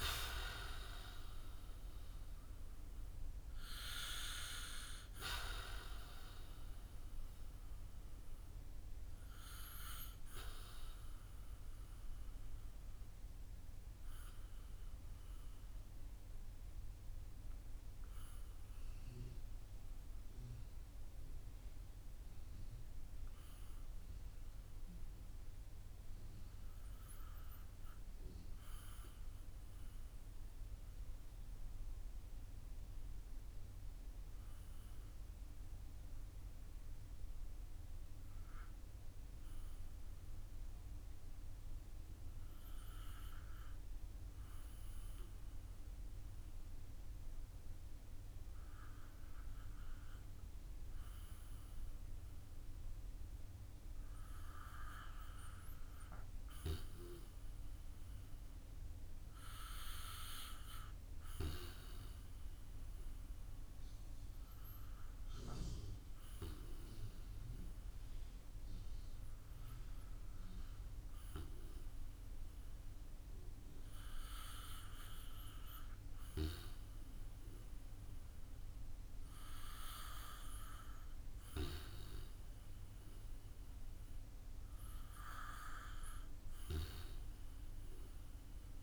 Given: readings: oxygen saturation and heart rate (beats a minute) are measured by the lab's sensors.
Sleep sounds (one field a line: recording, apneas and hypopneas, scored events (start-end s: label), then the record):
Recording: breathing in sleep by a room microphone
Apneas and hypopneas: 1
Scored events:
0.00-12.00 s: oxygen desaturation (device-marked, oxygen 87% lowest, heart rate 49 extreme)
11.00-80.50 s: obstructive apnea (oxygen 94% before, 81% lowest, heart rate 60 before, 49 extreme, up 7 after)
38.00-88.83 s: oxygen desaturation (device-marked, oxygen 97% before, 82% lowest, heart rate 55 before, 55 extreme)
86.00-88.83 s: arousal
From the record:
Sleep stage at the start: REM sleep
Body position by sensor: on the back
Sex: male